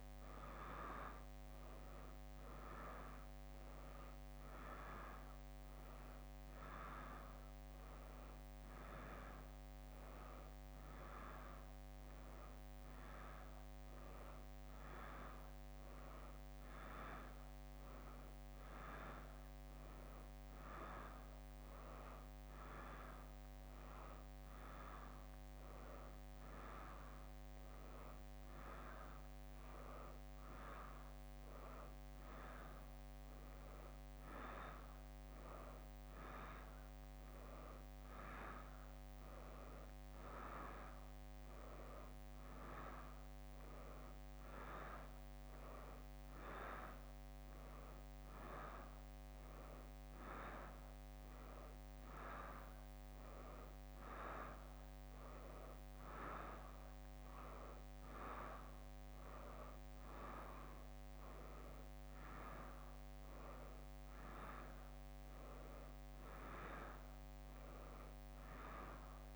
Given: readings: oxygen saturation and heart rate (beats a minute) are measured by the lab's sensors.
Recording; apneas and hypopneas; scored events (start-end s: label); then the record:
a person awake in a sleep study, by a microphone on the trachea; none
8.00-12.50 s: leg movement (device-marked)
14.00-19.00 s: leg movement (device-marked)
20.50-25.50 s: leg movement (device-marked)
27.00-33.00 s: leg movement (device-marked)
34.00-38.50 s: leg movement (device-marked)
40.50-45.00 s: leg movement (device-marked)
47.00-53.00 s: leg movement (device-marked)
56.50-65.00 s: leg movement (device-marked)
65.50-69.36 s: leg movement (device-marked)
From the record:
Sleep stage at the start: awake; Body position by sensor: on the back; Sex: female